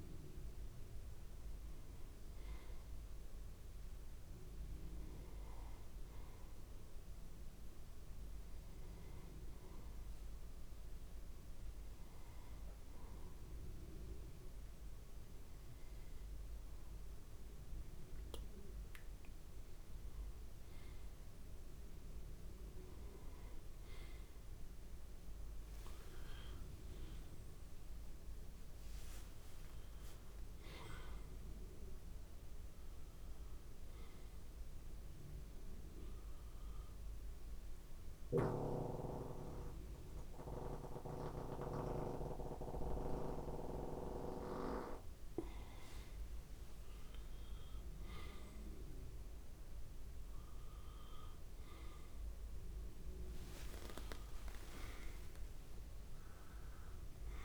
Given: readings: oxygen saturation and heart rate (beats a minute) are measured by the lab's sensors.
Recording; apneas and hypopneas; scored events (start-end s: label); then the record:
breathing in sleep by a room microphone; 2
8.50-19.50 s: obstructive apnea (oxygen 95% before, 92% lowest, heart rate 73 before, 63 extreme, up 2 after)
21.00-25.00 s: arousal
36.50-47.00 s: mixed apnea (oxygen 95% before, 92% lowest)
48.50-52.50 s: arousal
From the record:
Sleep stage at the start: N2 (light sleep); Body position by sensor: on the back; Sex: male